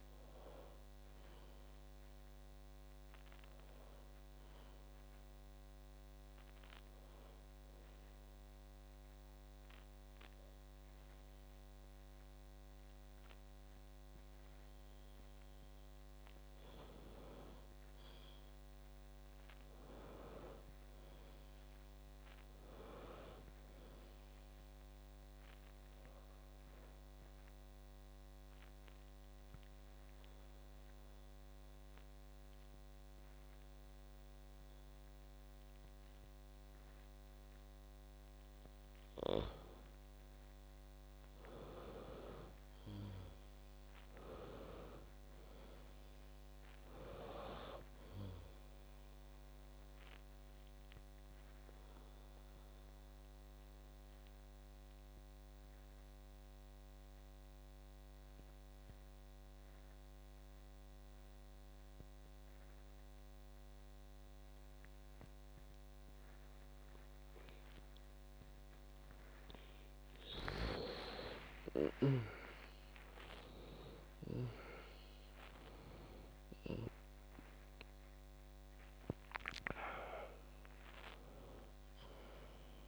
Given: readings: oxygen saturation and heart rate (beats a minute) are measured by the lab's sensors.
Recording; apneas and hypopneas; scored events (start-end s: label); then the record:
breathing in sleep by a microphone on the trachea; 3
7.00-17.00 s: obstructive apnea (oxygen 98% before, 93% lowest, heart rate 61 before, 58 extreme, up 6 after)
19.00-23.00 s: arousal
26.00-39.00 s: oxygen desaturation (device-marked, oxygen 97% before, 94% lowest, heart rate 62 before, 58 extreme)
26.50-39.00 s: obstructive apnea (oxygen 98% before, 91% lowest, heart rate 62 before, 58 extreme, up 18 after)
41.50-45.00 s: arousal
49.00-62.00 s: oxygen desaturation (device-marked, oxygen 97% before, 93% lowest, heart rate 68 before, 62 extreme)
50.00-71.00 s: obstructive apnea (oxygen 97% before, 91% lowest, heart rate 68 before, 54 extreme, up 37 after)
64.00-82.88 s: new sleep stage, awake
75.00-82.88 s: oxygen desaturation (device-marked, oxygen 97% before, 91% lowest, heart rate 71 before, 54 extreme)
From the record:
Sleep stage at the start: N2 (light sleep); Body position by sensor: on the back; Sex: female